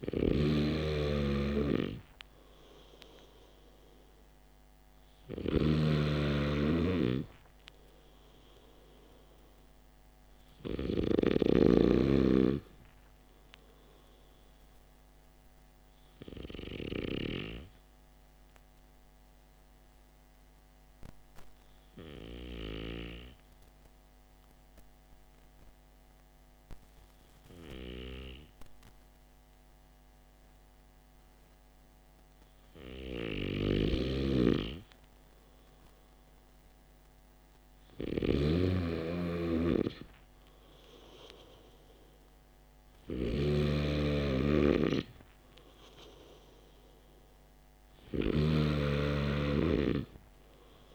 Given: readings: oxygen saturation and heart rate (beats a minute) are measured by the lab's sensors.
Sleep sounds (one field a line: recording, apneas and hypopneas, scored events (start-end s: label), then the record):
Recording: breathing in sleep by a microphone on the trachea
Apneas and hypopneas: 1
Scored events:
17.00-32.00 s: hypopnea (oxygen 96% before, 94% lowest, heart rate 54 before, 49 extreme, up 6 after)
34.00-37.50 s: arousal
44.00-50.95 s: snoring (device-marked)
From the record:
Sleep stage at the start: N2 (light sleep)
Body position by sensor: on the back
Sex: male